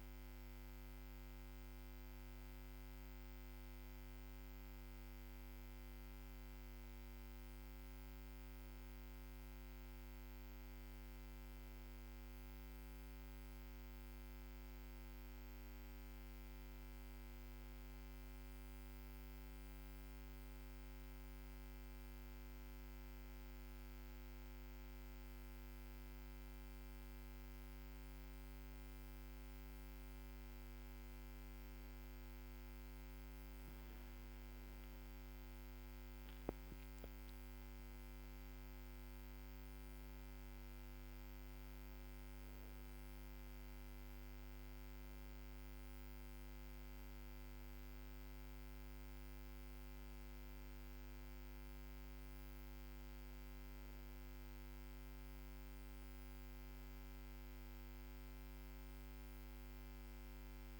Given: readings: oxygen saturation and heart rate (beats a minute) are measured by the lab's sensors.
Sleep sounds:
a person awake in a sleep study, hard to hear, by a microphone on the trachea; none
none scored
From the record:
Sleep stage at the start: awake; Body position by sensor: on the back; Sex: female

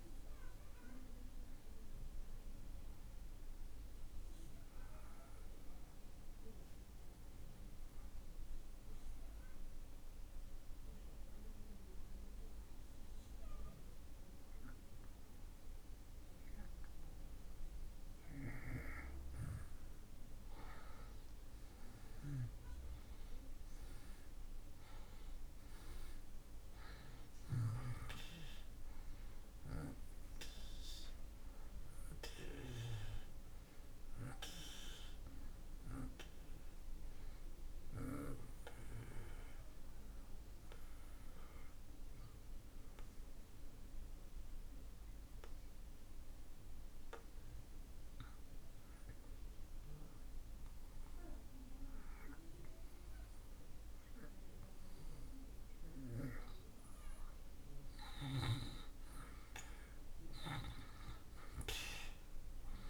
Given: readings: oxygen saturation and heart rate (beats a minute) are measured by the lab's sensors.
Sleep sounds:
breathing in sleep by a room microphone; 2
0.00-12.00 s: oxygen desaturation (device-marked, oxygen 81% lowest)
4.50-17.50 s: obstructive apnea (oxygen 95% before, 81% lowest)
21.00-26.00 s: arousal
27.00-50.00 s: oxygen desaturation (device-marked, oxygen 96% before, 81% lowest)
39.00-56.00 s: obstructive apnea (oxygen 96% before, 79% lowest)
60.00-62.90 s: arousal
From the record:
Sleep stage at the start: N2 (light sleep); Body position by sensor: on the back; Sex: male

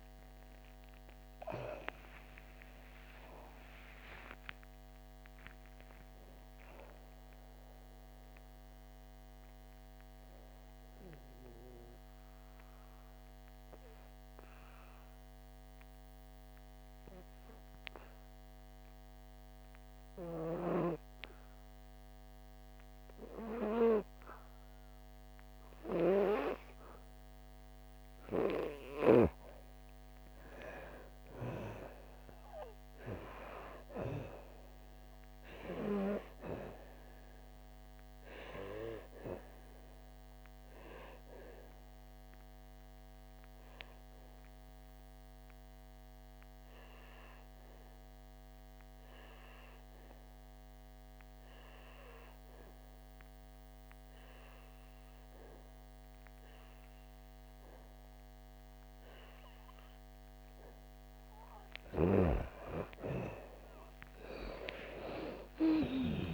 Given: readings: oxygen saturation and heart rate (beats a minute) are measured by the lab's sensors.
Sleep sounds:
breathing in sleep by a microphone on the trachea; 2
2.00-8.00 s: oxygen desaturation (device-marked, oxygen 94% before, 89% lowest, heart rate 60 before, 57 extreme)
11.00-30.50 s: obstructive apnea (oxygen 98% before, 88% lowest, heart rate 62 before, 57 extreme, up 11 after)
15.00-27.00 s: oxygen desaturation (device-marked, oxygen 91% before, 88% lowest, heart rate 61 before, 59 extreme)
32.00-36.00 s: arousal
34.00-59.00 s: oxygen desaturation (device-marked, oxygen 98% before, 90% lowest, heart rate 62 before, 54 extreme)
39.50-61.00 s: obstructive apnea (oxygen 98% before, 89% lowest, heart rate 65 before, 54 extreme, up 9 after)
63.50-66.33 s: arousal
65.00-66.33 s: oxygen desaturation (device-marked, oxygen 98% before, 89% lowest, heart rate 61 before, 54 extreme)
From the record:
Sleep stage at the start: N2 (light sleep); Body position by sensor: on the back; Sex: female

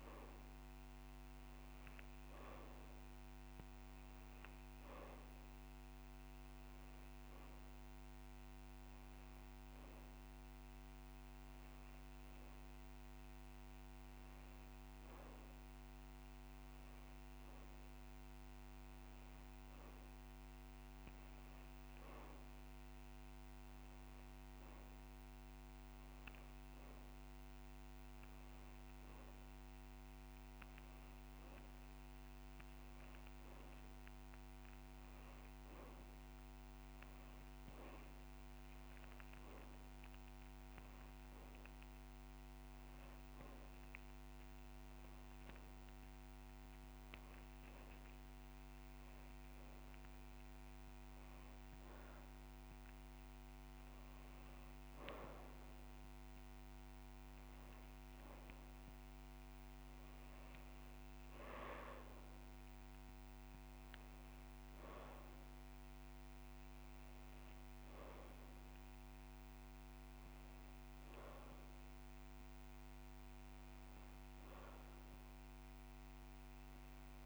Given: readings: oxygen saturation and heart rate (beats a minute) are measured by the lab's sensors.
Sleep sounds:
breathing in sleep, hard to hear, by a microphone on the trachea; none
2.00-4.00 s: long interval between heartbeats (device-marked, heart rate 37 before, 31 extreme)
4.50-6.50 s: long interval between heartbeats (device-marked, heart rate 37 before, 36 extreme)
7.50-9.50 s: long interval between heartbeats (device-marked, heart rate 37 before, 43 extreme)
10.00-12.00 s: long interval between heartbeats (device-marked, heart rate 37 before, 50 extreme)
11.00-16.00 s: drop in pulse transit time (device-marked, heart rate 37 before, 37 extreme)
15.50-17.50 s: long interval between heartbeats (device-marked, heart rate 38 before, 37 extreme)
33.50-35.50 s: long interval between heartbeats (device-marked)
35.00-36.00 s: drop in pulse transit time (device-marked)
36.50-38.50 s: long interval between heartbeats (device-marked)
39.00-44.00 s: drop in pulse transit time (device-marked)
39.50-41.50 s: long interval between heartbeats (device-marked)
45.00-47.00 s: long interval between heartbeats (device-marked, heart rate 31 before, 39 extreme)
48.00-50.00 s: long interval between heartbeats (device-marked, heart rate 33 before, 38 extreme)
55.00-57.00 s: drop in pulse transit time (device-marked, heart rate 36 before, 29 extreme)
56.50-58.50 s: long interval between heartbeats (device-marked, heart rate 36 before, 30 extreme)
60.00-65.00 s: drop in pulse transit time (device-marked)
65.50-67.50 s: long interval between heartbeats (device-marked, heart rate 31 before, 29 extreme)
68.00-70.00 s: long interval between heartbeats (device-marked, heart rate 30 before, 38 extreme)
71.00-73.00 s: long interval between heartbeats (device-marked, heart rate 30 before, 47 extreme)
74.00-76.00 s: long interval between heartbeats (device-marked, heart rate 32 before, 47 extreme)
From the record:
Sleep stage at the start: N2 (light sleep); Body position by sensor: on the back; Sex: male

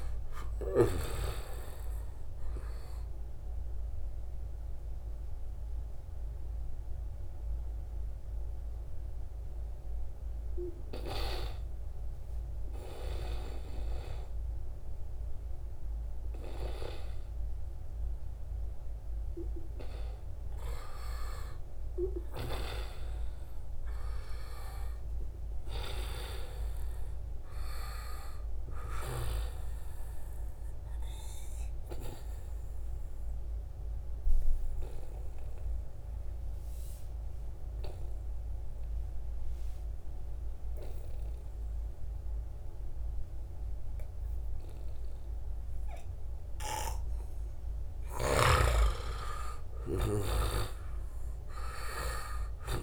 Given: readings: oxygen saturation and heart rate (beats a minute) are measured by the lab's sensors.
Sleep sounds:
breathing in sleep by a room microphone; 2
0.50-11.50 s: oxygen desaturation (device-marked, oxygen 94% before, 91% lowest, heart rate 81 before, 76 extreme)
3.50-18.50 s: mixed apnea (oxygen 96% before, 91% lowest, heart rate 84 before, 73 extreme, up 0 after)
20.00-25.00 s: arousal
31.00-47.00 s: obstructive apnea (oxygen 98% before, 91% lowest, heart rate 77 before, 72 extreme, up 1 after)
47.50-52.83 s: snoring (device-marked)
49.50-52.83 s: arousal
From the record:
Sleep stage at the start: N2 (light sleep); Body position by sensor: on the right side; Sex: male

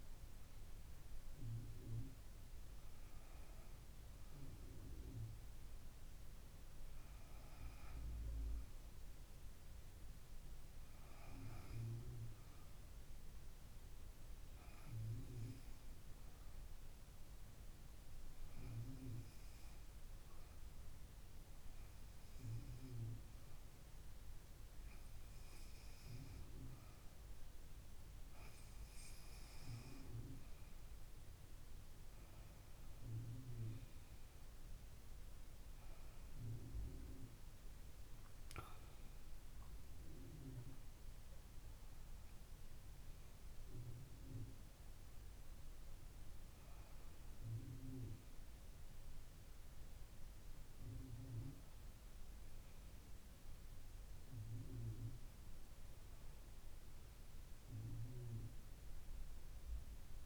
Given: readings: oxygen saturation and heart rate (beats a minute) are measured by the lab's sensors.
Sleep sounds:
breathing in sleep by a room microphone; 1
6.00-9.00 s: arousal
14.00-28.00 s: hypopnea (oxygen 96% before, 93% lowest, heart rate 70 before, 68 extreme, up 2 after)
31.50-37.00 s: arousal
From the record:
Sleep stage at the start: N2 (light sleep); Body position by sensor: on the back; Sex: female

